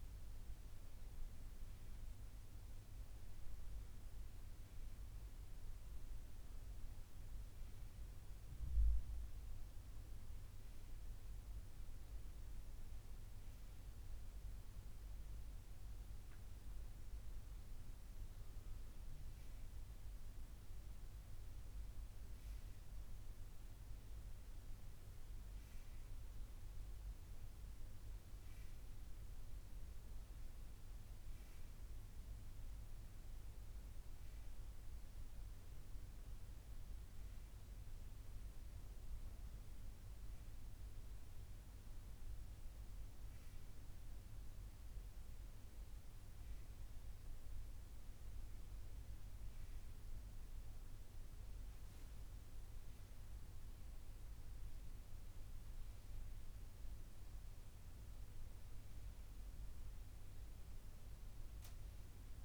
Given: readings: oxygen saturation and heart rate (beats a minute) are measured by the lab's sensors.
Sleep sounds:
a person awake in a sleep study, hard to hear, by a room microphone; none
none scored
From the record:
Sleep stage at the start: awake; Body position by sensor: on the right side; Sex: female

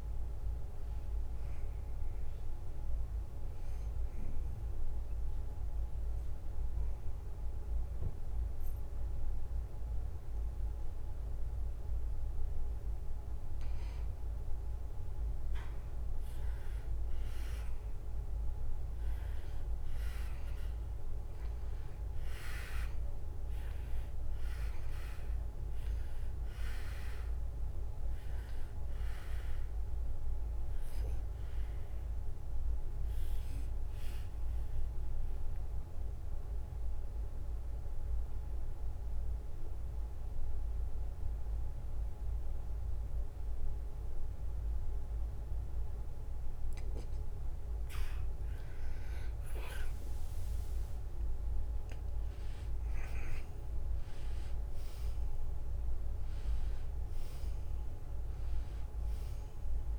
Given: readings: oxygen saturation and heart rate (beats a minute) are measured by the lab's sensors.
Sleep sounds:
breathing in sleep, hard to hear, by a room microphone; 2
0.00-13.00 s: oxygen desaturation (device-marked, oxygen 89% lowest, heart rate 70 extreme)
4.00-14.00 s: obstructive apnea (oxygen 96% before, 88% lowest, heart rate 76 before, 70 extreme, up 0 after)
18.00-22.00 s: arousal
30.00-46.50 s: obstructive apnea (oxygen 95% before, 87% lowest, heart rate 72 before, 69 extreme, up 6 after)
49.50-54.50 s: arousal
54.00-59.99 s: oxygen desaturation (device-marked, oxygen 95% before, 88% lowest, heart rate 71 before, 69 extreme)
From the record:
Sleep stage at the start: N2 (light sleep); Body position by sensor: on the back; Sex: male

